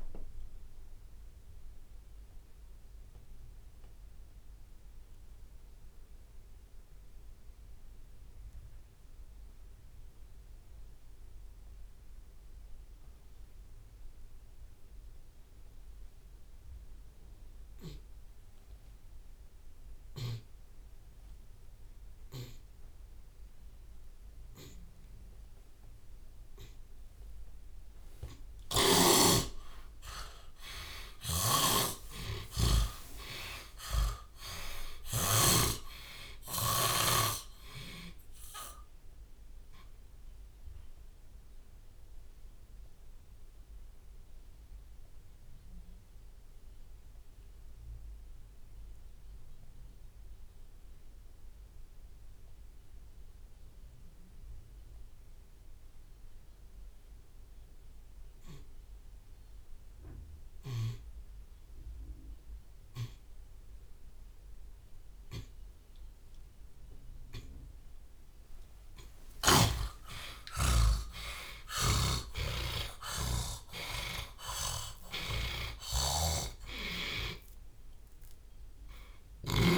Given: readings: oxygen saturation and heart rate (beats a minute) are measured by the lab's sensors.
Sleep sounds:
breathing in sleep by a room microphone; 2
0.00-11.50 s: oxygen desaturation (device-marked, oxygen 77% lowest)
0.50-26.50 s: obstructive apnea (oxygen 90% before, 77% lowest)
9.00-11.00 s: long interval between heartbeats (device-marked)
12.00-14.00 s: long interval between heartbeats (device-marked, heart rate 54 before, 41 extreme)
14.00-16.00 s: long interval between heartbeats (device-marked, heart rate 49 before, 59 extreme)
16.50-25.50 s: drop in pulse transit time (device-marked, heart rate 42 before, 57 extreme)
17.50-19.50 s: long interval between heartbeats (device-marked, heart rate 42 before, 57 extreme)
20.00-22.00 s: long interval between heartbeats (device-marked, heart rate 41 before, 59 extreme)
22.00-24.00 s: long interval between heartbeats (device-marked, heart rate 41 before, 58 extreme)
24.50-26.50 s: long interval between heartbeats (device-marked, heart rate 43 before, 70 extreme)
29.00-31.00 s: long interval between heartbeats (device-marked, heart rate 54 before, 77 extreme)
29.50-36.50 s: arousal
31.00-33.00 s: long interval between heartbeats (device-marked, heart rate 60 before, 80 extreme)
33.50-37.00 s: snoring (device-marked)
34.50-58.50 s: oxygen desaturation (device-marked, oxygen 89% before, 82% lowest)
45.50-66.50 s: obstructive apnea (oxygen 91% before, 79% lowest)
65.50-74.50 s: tachycardia (device-marked, heart rate 48 before, 188 extreme)
69.00-71.00 s: long interval between heartbeats (device-marked, heart rate 40 before, 128 extreme)
70.00-75.00 s: arousal
71.00-73.00 s: long interval between heartbeats (device-marked, heart rate 48 before, 133 extreme)
71.50-79.50 s: snoring (device-marked)
76.50-78.50 s: drop in pulse transit time (device-marked)
From the record:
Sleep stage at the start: N2 (light sleep); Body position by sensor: on the back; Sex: male

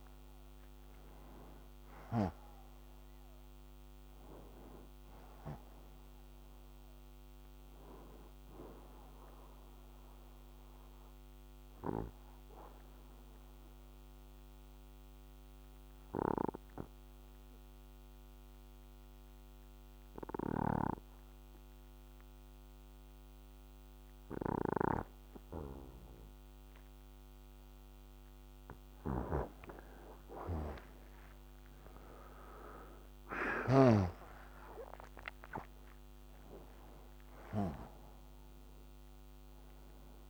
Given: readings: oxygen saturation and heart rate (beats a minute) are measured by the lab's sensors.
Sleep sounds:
breathing in sleep by a microphone on the trachea; 1
0.00-14.50 s: oxygen desaturation (device-marked, oxygen 90% lowest, heart rate 61 extreme)
8.50-28.00 s: obstructive apnea (oxygen 96% before, 90% lowest, heart rate 79 before, 61 extreme, up 25 after)
30.50-35.00 s: arousal
From the record:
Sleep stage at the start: N2 (light sleep); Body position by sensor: on the right side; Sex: male

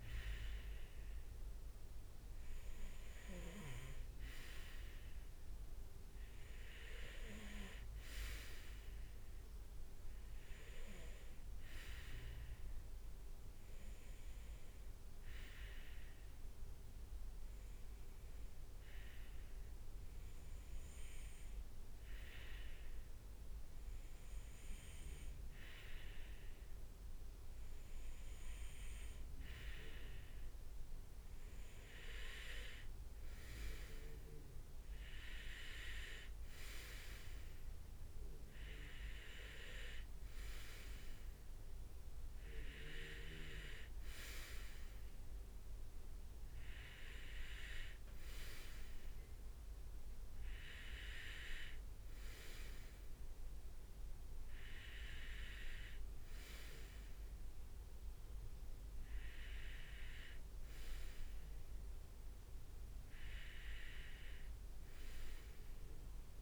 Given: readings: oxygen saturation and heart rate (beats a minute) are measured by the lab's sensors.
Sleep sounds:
breathing in sleep by a room microphone; 1
16.00-31.00 s: hypopnea (oxygen 99% before, 97% lowest, heart rate 64 before, 63 extreme, up 4 after)
34.00-38.00 s: arousal
From the record:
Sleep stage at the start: REM sleep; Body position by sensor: on the right side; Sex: male

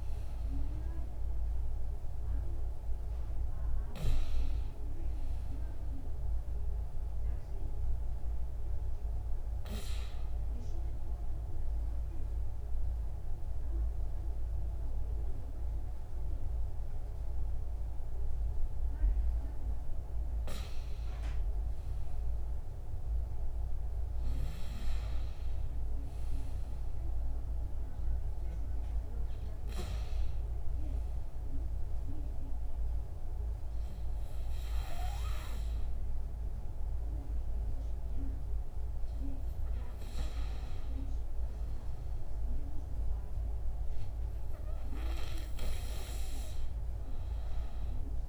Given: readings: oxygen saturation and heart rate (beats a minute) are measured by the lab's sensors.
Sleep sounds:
breathing in sleep by a room microphone; 1
0.00-10.50 s: oxygen desaturation (device-marked, oxygen 94% lowest, heart rate 66 extreme)
11.00-21.00 s: obstructive apnea (oxygen 98% before, 94% lowest, heart rate 68 before, 66 extreme, up 8 after)
23.50-27.50 s: arousal
From the record:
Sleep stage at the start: N2 (light sleep); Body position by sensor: on the back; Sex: male

